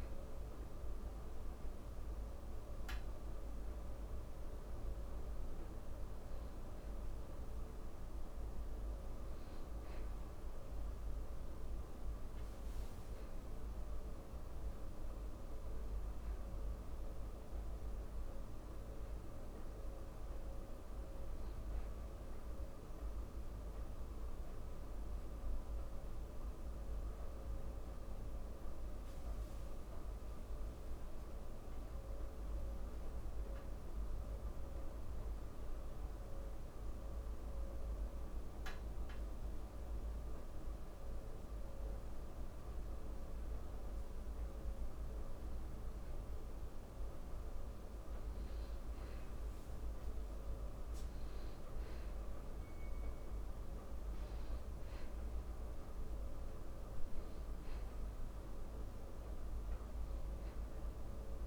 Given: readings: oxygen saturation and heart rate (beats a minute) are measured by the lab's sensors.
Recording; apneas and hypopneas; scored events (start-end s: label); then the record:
breathing in sleep, hard to hear, by a room microphone; 1
22.00-26.00 s: arousal
30.00-45.00 s: hypopnea (oxygen 97% before, 93% lowest, heart rate 55 before, 54 extreme, up 0 after)
46.50-61.47 s: oxygen desaturation (device-marked, oxygen 96% before, 93% lowest)
50.50-54.50 s: arousal
From the record:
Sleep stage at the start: N2 (light sleep); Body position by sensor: on the back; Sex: male